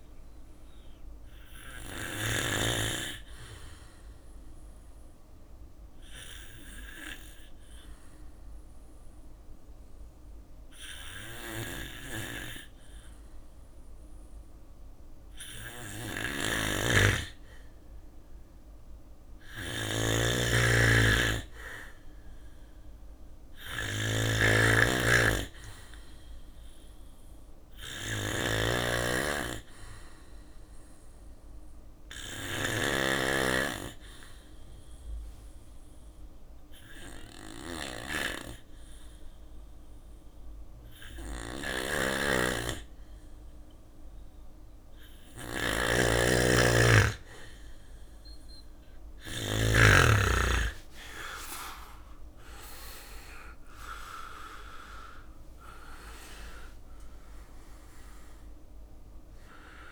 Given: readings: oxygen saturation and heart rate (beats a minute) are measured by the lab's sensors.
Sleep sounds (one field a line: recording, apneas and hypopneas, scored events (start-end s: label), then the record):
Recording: breathing in sleep by a room microphone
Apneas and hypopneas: 2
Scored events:
0.00-1.00 s: arousal
0.00-47.00 s: bradycardia (device-marked, heart rate 56 extreme)
3.00-15.50 s: obstructive apnea (oxygen 100% before, 92% lowest, heart rate 59 before, 57 extreme, up 1 after)
14.50-31.50 s: snoring (device-marked)
17.50-22.00 s: arousal
22.00-35.00 s: oxygen desaturation (device-marked, oxygen 98% before, 95% lowest, heart rate 58 before, 56 extreme)
33.00-44.50 s: obstructive apnea (oxygen 99% before, 92% lowest, heart rate 58 before, 56 extreme, up 15 after)
40.50-48.50 s: snoring (device-marked)
49.00-54.50 s: arousal
50.00-52.00 s: long interval between heartbeats (device-marked, heart rate 58 before, 69 extreme)
50.00-59.92 s: oxygen desaturation (device-marked, oxygen 96% before, 92% lowest, heart rate 58 before, 57 extreme)
51.00-59.92 s: drop in pulse transit time (device-marked, heart rate 59 before, 58 extreme)
From the record:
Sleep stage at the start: N2 (light sleep)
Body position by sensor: on the back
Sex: male